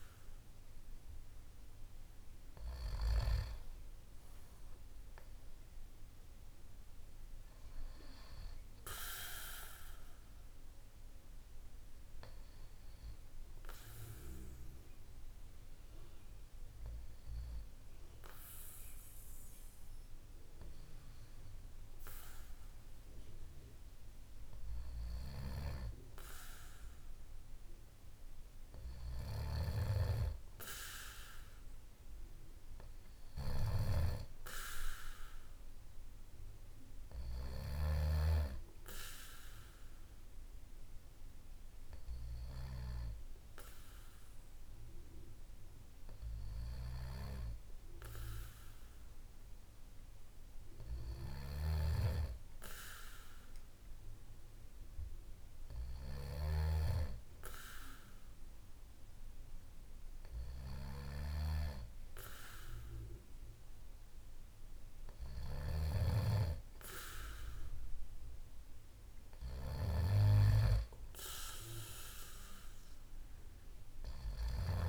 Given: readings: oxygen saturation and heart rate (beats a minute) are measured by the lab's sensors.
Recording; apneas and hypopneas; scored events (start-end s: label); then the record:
breathing in sleep by a room microphone; none
3.00-6.00 s: arousal
From the record:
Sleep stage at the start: N2 (light sleep); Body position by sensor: on the back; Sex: male